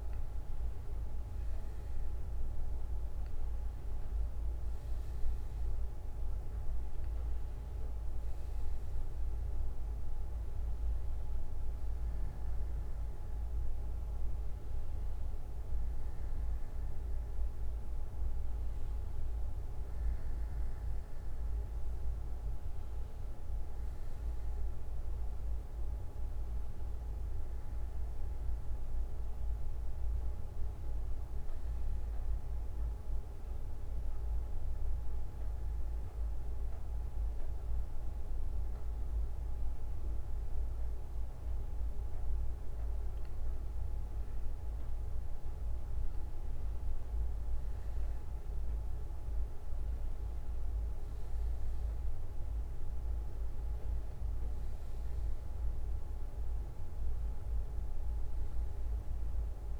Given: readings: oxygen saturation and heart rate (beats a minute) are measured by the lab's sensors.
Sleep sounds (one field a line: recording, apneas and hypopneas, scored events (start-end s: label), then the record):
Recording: breathing in sleep, hard to hear, by a room microphone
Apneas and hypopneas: 1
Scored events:
29.50-42.50 s: bradycardia (device-marked, heart rate 65 before, 56 extreme)
34.50-45.50 s: hypopnea (oxygen 94% before, 93% lowest, heart rate 65 before, 56 extreme, up 13 after)
47.50-50.50 s: arousal
52.50-58.50 s: bradycardia (device-marked, heart rate 64 before, 59 extreme)
From the record:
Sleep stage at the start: N1 (lightest sleep)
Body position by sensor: on the back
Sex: male